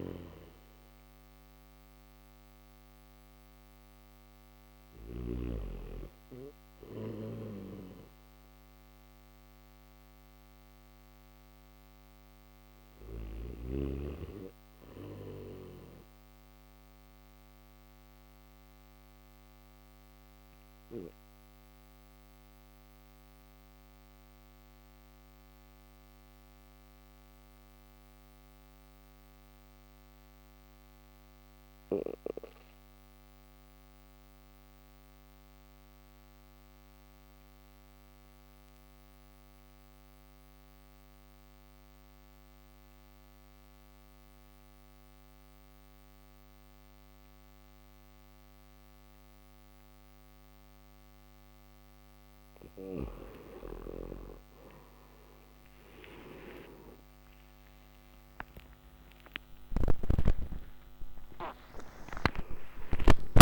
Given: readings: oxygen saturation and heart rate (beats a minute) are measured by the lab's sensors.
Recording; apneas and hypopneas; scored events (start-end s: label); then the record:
breathing in sleep by a microphone on the trachea; none
0.00-4.50 s: oxygen desaturation (device-marked, oxygen 86% lowest, heart rate 56 extreme)
13.50-63.41 s: new sleep stage, N1 (lightest sleep)
50.50-63.41 s: oxygen desaturation (device-marked, oxygen 98% before, 94% lowest)
From the record:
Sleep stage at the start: N3 (deep sleep); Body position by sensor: on the back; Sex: male